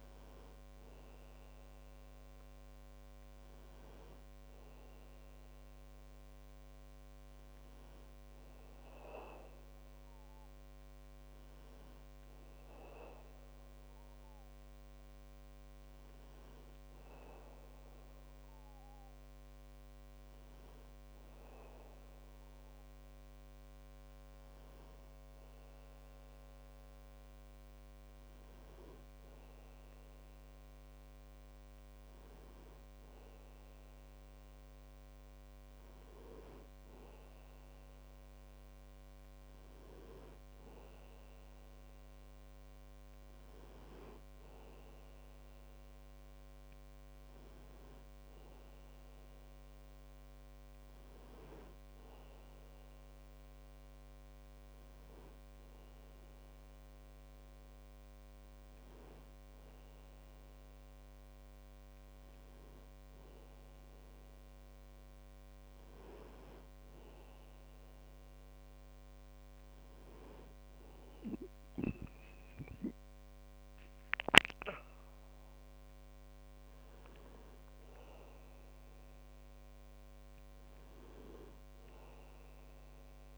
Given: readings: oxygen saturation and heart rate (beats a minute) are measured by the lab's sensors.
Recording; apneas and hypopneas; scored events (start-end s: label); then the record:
breathing in sleep by a microphone on the trachea; 1
42.00-46.50 s: arousal
54.00-65.50 s: hypopnea (oxygen 98% before, 95% lowest)
70.50-83.38 s: new sleep stage, awake
From the record:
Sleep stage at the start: N1 (lightest sleep); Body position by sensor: on the back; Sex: male